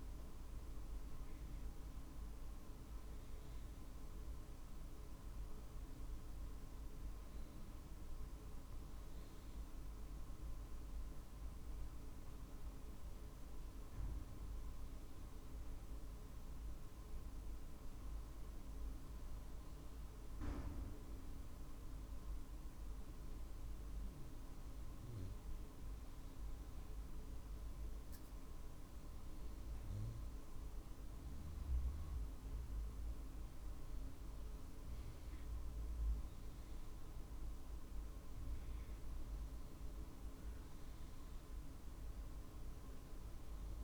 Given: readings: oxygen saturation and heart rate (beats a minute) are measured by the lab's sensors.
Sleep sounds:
breathing in sleep, hard to hear, by a room microphone; none
31.50-43.84 s: drop in pulse transit time (device-marked, heart rate 50 before, 49 extreme)
From the record:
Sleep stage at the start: N2 (light sleep); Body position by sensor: on the right side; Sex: male

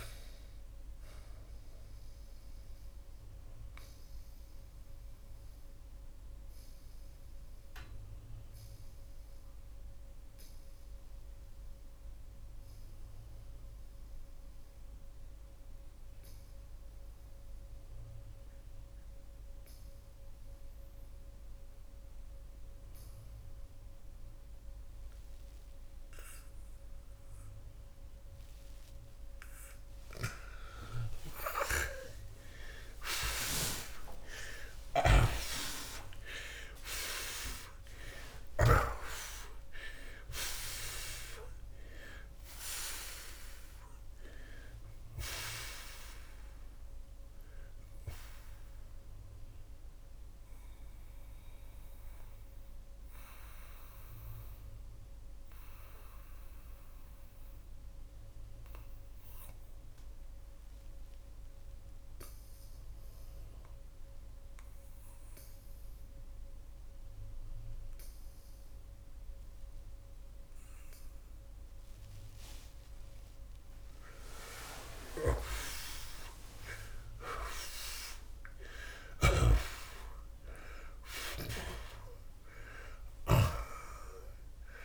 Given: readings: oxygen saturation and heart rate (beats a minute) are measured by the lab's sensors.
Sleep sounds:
breathing in sleep by a room microphone; 2
0.00-24.50 s: oxygen desaturation (device-marked, oxygen 80% lowest)
1.00-29.50 s: mixed apnea (oxygen 94% before, 78% lowest)
31.50-75.50 s: oxygen desaturation (device-marked, oxygen 94% before, 78% lowest)
32.00-34.50 s: arousal
34.50-38.50 s: snoring (device-marked)
46.50-73.00 s: mixed apnea (oxygen 94% before, 78% lowest)
77.50-83.00 s: arousal
From the record:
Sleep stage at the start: N2 (light sleep); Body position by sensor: on the back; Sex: male

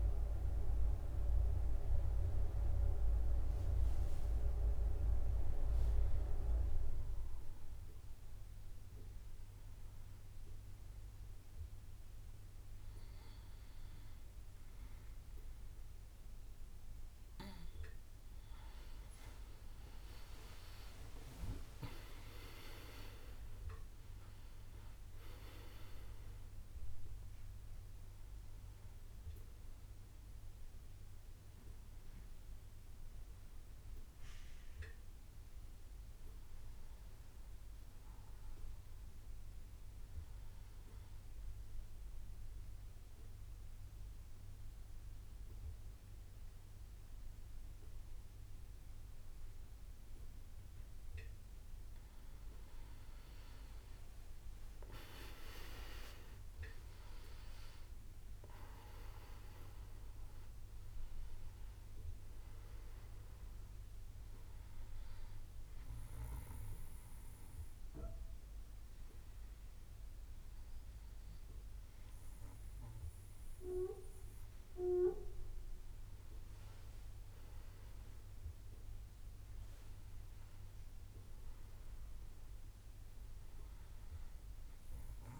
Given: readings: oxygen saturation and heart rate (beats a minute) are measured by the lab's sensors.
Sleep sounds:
breathing in sleep by a room microphone; 3
0.00-6.50 s: oxygen desaturation (device-marked, oxygen 93% lowest)
7.50-19.00 s: hypopnea (oxygen 97% before, 94% lowest)
22.00-26.00 s: arousal
26.50-40.50 s: oxygen desaturation (device-marked, oxygen 98% before, 95% lowest)
42.00-52.00 s: obstructive apnea (oxygen 98% before, 94% lowest)
55.00-58.50 s: arousal
60.50-76.50 s: oxygen desaturation (device-marked, oxygen 98% before, 94% lowest)
66.50-77.50 s: hypopnea (oxygen 98% before, 94% lowest)
81.00-84.00 s: arousal
From the record:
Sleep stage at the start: N2 (light sleep); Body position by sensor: on the back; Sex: male

